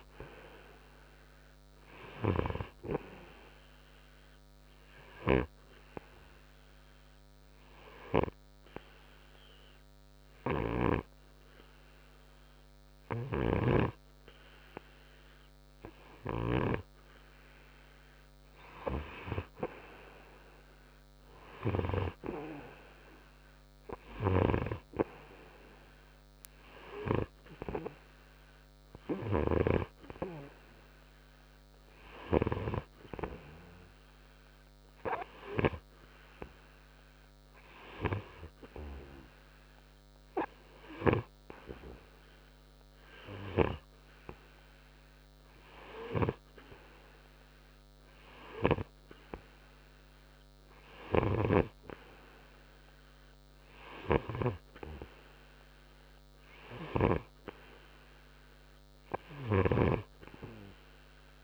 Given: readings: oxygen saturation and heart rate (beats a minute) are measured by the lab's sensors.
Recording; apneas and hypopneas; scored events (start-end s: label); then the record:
breathing in sleep by a microphone on the trachea; 1
6.50-18.00 s: obstructive apnea (oxygen 94% before, 92% lowest, heart rate 64 before, 61 extreme, up 4 after)
21.00-25.00 s: arousal
From the record:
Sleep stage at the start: N2 (light sleep); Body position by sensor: on the right side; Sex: male